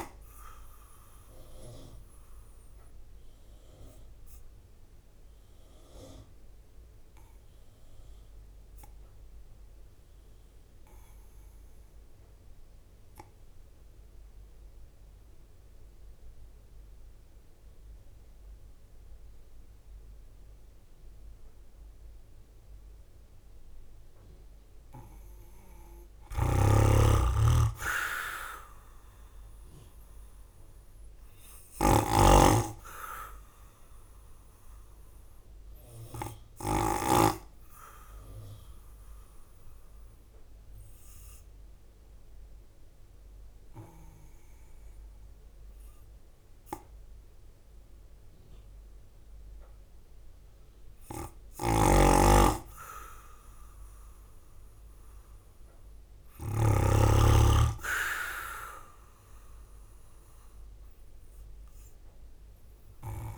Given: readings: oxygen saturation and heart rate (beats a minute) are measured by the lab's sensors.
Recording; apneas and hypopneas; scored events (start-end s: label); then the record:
breathing in sleep by a room microphone; 2
0.00-8.00 s: drop in pulse transit time (device-marked, heart rate 52 extreme)
0.00-11.00 s: oxygen desaturation (device-marked, oxygen 94% lowest, heart rate 52 extreme)
2.00-23.50 s: obstructive apnea (oxygen 98% before, 88% lowest, heart rate 55 before, 50 extreme, up 6 after)
26.00-29.50 s: arousal
26.00-31.50 s: snoring (device-marked)
30.00-44.00 s: drop in pulse transit time (device-marked, heart rate 53 before, 52 extreme)
35.00-50.50 s: obstructive apnea (oxygen 98% before, 88% lowest, heart rate 54 before, 50 extreme, up 7 after)
47.00-63.37 s: oxygen desaturation (device-marked, oxygen 95% before, 88% lowest, heart rate 54 before, 50 extreme)
51.00-57.00 s: snoring (device-marked)
53.00-56.50 s: arousal
57.00-63.37 s: drop in pulse transit time (device-marked, heart rate 53 before, 52 extreme)
From the record:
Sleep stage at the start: N2 (light sleep); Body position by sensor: on the right side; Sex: male